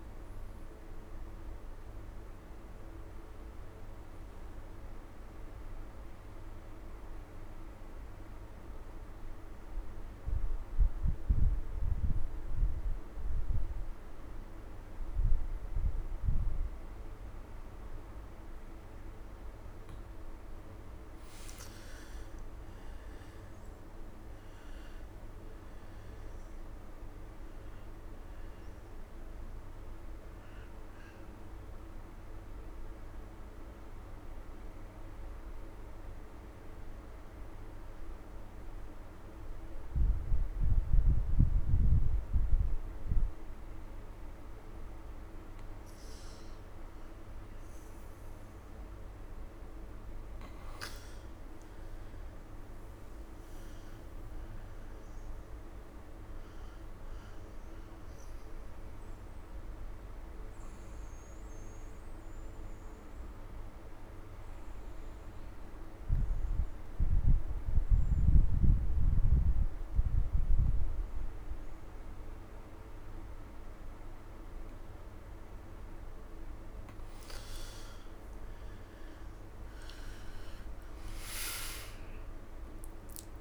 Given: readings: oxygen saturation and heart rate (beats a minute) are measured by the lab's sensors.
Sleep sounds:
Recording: breathing in sleep, hard to hear, by a room microphone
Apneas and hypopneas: 3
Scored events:
0.00-12.50 s: oxygen desaturation (device-marked, oxygen 90% lowest)
4.50-7.00 s: arousal
9.00-19.50 s: obstructive apnea (oxygen 96% before, 88% lowest)
21.50-26.00 s: arousal
27.50-43.50 s: oxygen desaturation (device-marked, oxygen 98% before, 88% lowest)
30.00-43.50 s: obstructive apnea (oxygen 99% before, 87% lowest)
45.00-48.50 s: arousal
54.50-60.50 s: oxygen desaturation (device-marked, oxygen 98% before, 91% lowest)
57.50-75.50 s: obstructive apnea (oxygen 98% before, 87% lowest)
77.50-83.41 s: oxygen desaturation (device-marked, oxygen 97% before, 87% lowest)
From the record:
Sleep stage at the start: N2 (light sleep)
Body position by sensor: on the right side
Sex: male

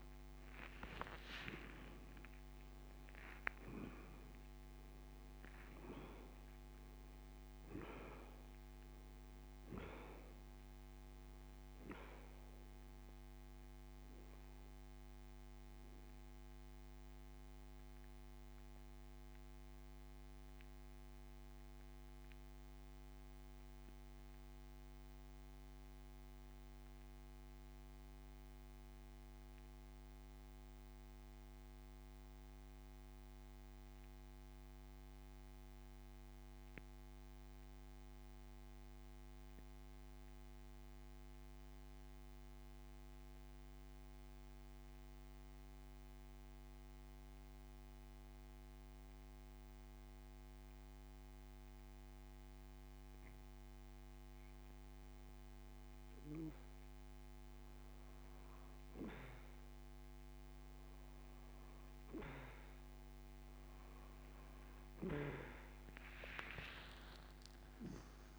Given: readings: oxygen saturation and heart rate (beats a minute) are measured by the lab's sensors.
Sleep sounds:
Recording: breathing in sleep by a microphone on the trachea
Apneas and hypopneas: 1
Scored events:
20.00-55.00 s: central apnea (oxygen 97% before, 87% lowest)
26.50-50.50 s: oxygen desaturation (device-marked, oxygen 94% before, 89% lowest)
64.50-68.39 s: oxygen desaturation (device-marked, oxygen 98% before, 92% lowest)
66.00-68.39 s: arousal
From the record:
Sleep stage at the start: N2 (light sleep)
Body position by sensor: on the back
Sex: male

